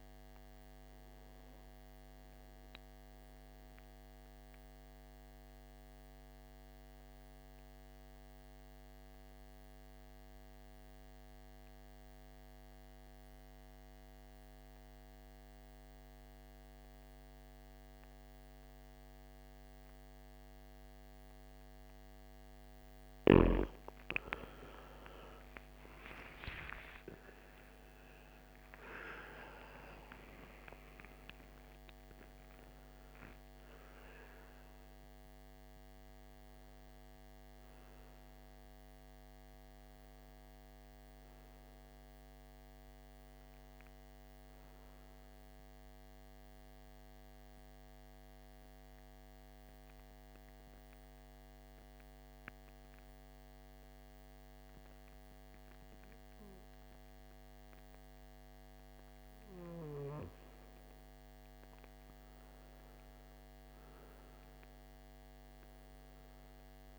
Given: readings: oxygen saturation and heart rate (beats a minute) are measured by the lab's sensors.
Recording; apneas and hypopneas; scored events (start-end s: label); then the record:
breathing in sleep by a microphone on the trachea; 2
5.00-23.50 s: obstructive apnea (oxygen 97% before, 86% lowest, heart rate 69 before, 61 extreme, up 13 after)
19.50-49.50 s: oxygen desaturation (device-marked, oxygen 98% before, 86% lowest, heart rate 62 before, 58 extreme)
25.00-30.50 s: arousal
48.00-60.50 s: mixed apnea (oxygen 97% before, 92% lowest, heart rate 71 before, 58 extreme, up 5 after)
62.50-66.99 s: arousal
From the record:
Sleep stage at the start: N2 (light sleep); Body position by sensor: on the right side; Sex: male